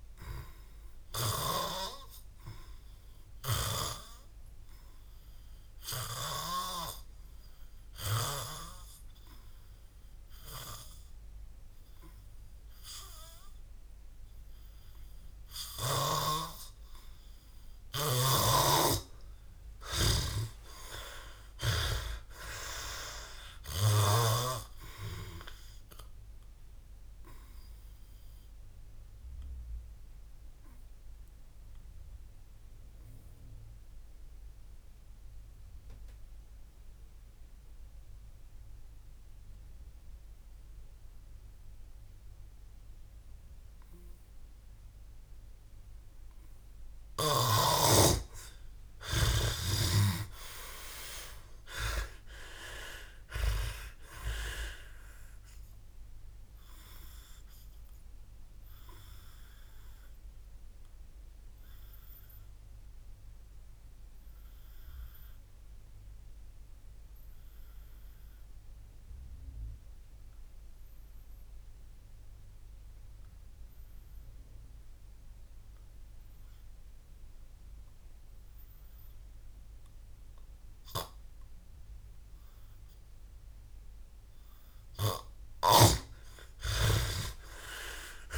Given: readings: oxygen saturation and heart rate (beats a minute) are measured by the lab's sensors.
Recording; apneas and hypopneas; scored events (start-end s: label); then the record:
breathing in sleep by a room microphone; 3
1.00-6.50 s: snoring (device-marked)
4.50-17.00 s: hypopnea (oxygen 99% before, 88% lowest, heart rate 61 before, 56 extreme, up 34 after)
18.00-24.00 s: snoring (device-marked)
19.50-23.50 s: arousal
29.00-45.50 s: obstructive apnea (oxygen 99% before, 88% lowest, heart rate 70 before, 58 extreme, up 31 after)
31.50-46.50 s: oxygen desaturation (device-marked, oxygen 98% before, 88% lowest, heart rate 69 before, 58 extreme)
49.00-52.00 s: arousal
62.00-84.00 s: obstructive apnea (oxygen 99% before, 91% lowest, heart rate 71 before, 55 extreme, up 33 after)
76.50-86.50 s: oxygen desaturation (device-marked, oxygen 98% before, 93% lowest, heart rate 62 before, 55 extreme)
86.00-88.38 s: arousal
From the record:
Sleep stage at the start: N2 (light sleep); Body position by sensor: on the back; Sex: male